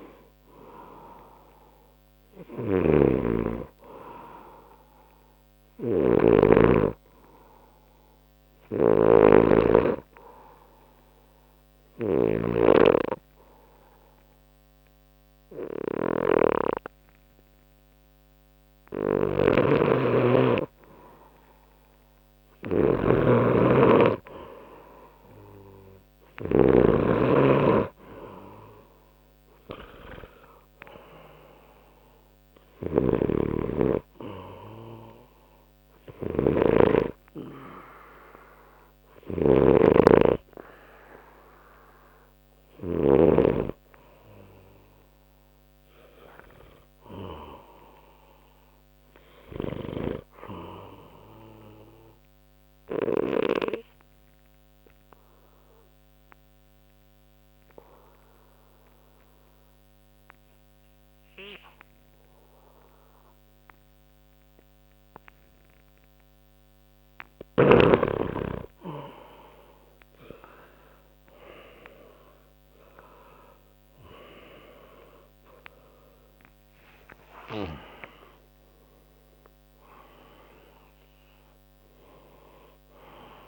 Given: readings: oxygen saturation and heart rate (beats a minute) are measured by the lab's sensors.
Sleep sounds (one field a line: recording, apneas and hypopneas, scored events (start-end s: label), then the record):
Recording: breathing in sleep by a microphone on the trachea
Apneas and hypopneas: 2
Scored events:
0.00-15.50 s: oxygen desaturation (device-marked, oxygen 90% lowest, heart rate 61 extreme)
2.50-27.00 s: snoring (device-marked)
7.50-21.50 s: hypopnea (oxygen 96% before, 88% lowest, heart rate 61 before, 62 extreme, up 0 after)
23.00-27.00 s: arousal
30.50-52.50 s: oxygen desaturation (device-marked, oxygen 94% before, 88% lowest, heart rate 62 before, 61 extreme)
33.00-43.50 s: snoring (device-marked)
52.50-68.50 s: obstructive apnea (oxygen 94% before, 88% lowest, heart rate 63 before, 61 extreme, up 5 after)
71.50-76.50 s: arousal
74.50-83.47 s: oxygen desaturation (device-marked, oxygen 94% before, 88% lowest, heart rate 62 before, 60 extreme)
From the record:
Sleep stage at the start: N2 (light sleep)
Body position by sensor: on the back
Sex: male